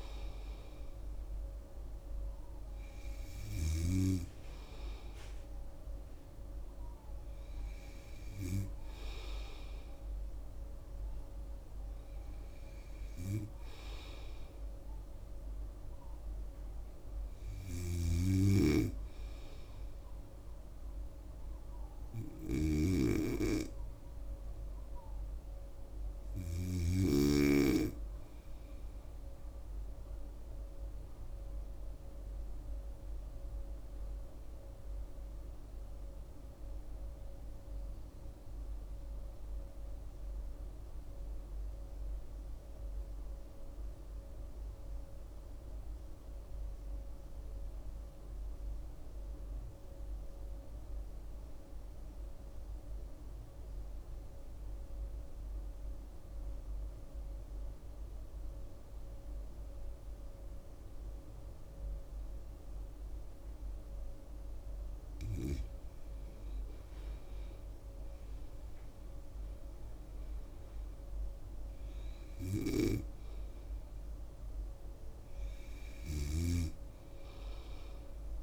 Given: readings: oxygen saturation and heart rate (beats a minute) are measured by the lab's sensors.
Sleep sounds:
breathing in sleep by a room microphone; 1
0.00-4.00 s: snoring (device-marked)
0.00-11.00 s: oxygen desaturation (device-marked, oxygen 87% lowest, heart rate 77 extreme)
18.00-27.00 s: snoring (device-marked)
25.00-28.50 s: arousal
31.50-64.50 s: obstructive apnea (oxygen 99% before, 82% lowest, heart rate 78 before, 73 extreme, up 9 after)
46.00-78.43 s: oxygen desaturation (device-marked, oxygen 98% before, 82% lowest, heart rate 78 before, 73 extreme)
67.50-72.00 s: arousal
From the record:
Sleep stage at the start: N2 (light sleep); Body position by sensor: on the right side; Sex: female

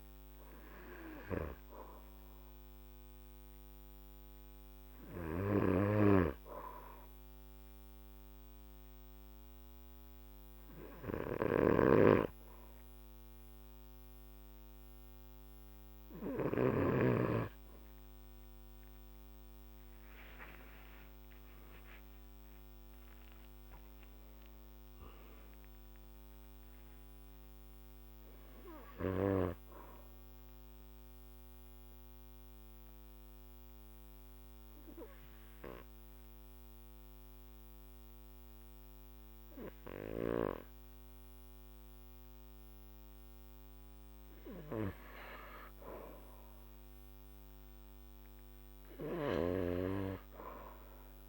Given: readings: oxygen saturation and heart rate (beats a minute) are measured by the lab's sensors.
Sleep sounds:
breathing in sleep by a microphone on the trachea; 2
5.00-16.50 s: snoring (device-marked)
7.50-18.50 s: hypopnea (oxygen 98% before, 96% lowest, heart rate 54 before, 52 extreme, up 23 after)
21.00-26.00 s: arousal
30.50-43.50 s: obstructive apnea (oxygen 98% before, 96% lowest, heart rate 61 before, 50 extreme, up 4 after)
46.00-49.50 s: arousal
From the record:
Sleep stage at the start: N2 (light sleep); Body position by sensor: on the back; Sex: male

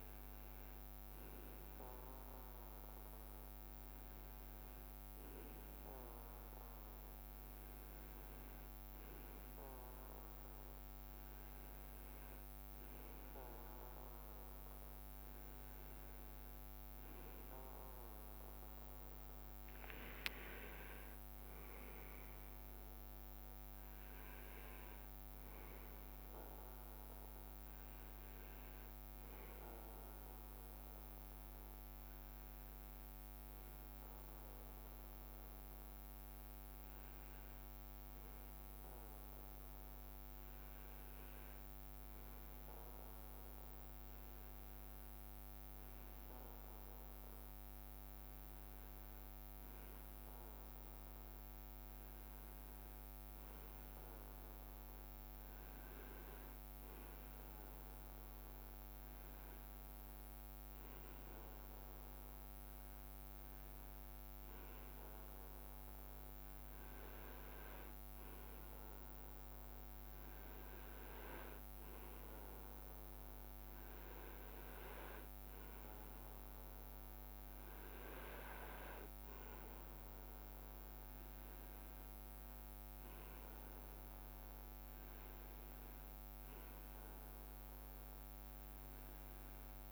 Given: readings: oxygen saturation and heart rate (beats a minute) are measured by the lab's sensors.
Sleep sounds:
breathing in sleep, hard to hear, by a microphone on the trachea; none
16.50-20.00 s: arousal
19.50-24.00 s: leg movement (device-marked)
From the record:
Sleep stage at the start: REM sleep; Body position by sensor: on the right side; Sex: male

